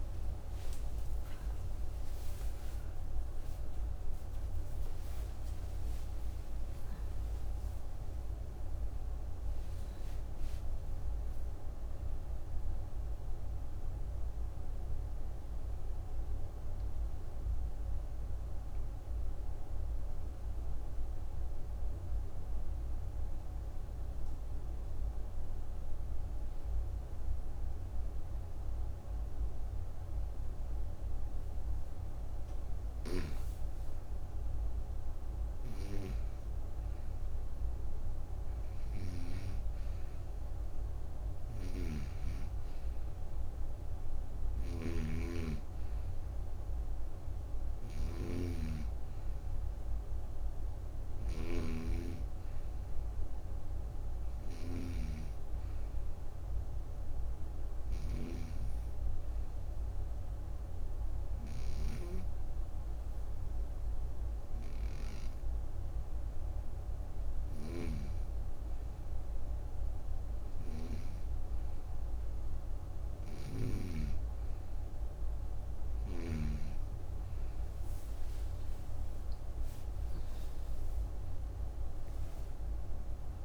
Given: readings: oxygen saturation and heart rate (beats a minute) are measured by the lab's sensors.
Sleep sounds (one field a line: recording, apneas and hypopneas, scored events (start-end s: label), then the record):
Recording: breathing in sleep by a room microphone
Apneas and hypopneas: 2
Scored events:
13.00-33.50 s: obstructive apnea (oxygen 98% before, 93% lowest)
34.50-38.00 s: arousal
40.00-62.00 s: oxygen desaturation (device-marked, oxygen 99% before, 93% lowest)
41.50-74.00 s: snoring (device-marked)
58.00-68.50 s: obstructive apnea (oxygen 99% before, 93% lowest)
70.00-72.50 s: arousal
79.50-83.44 s: arousal
From the record:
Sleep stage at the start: N2 (light sleep)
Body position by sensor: on the right side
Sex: female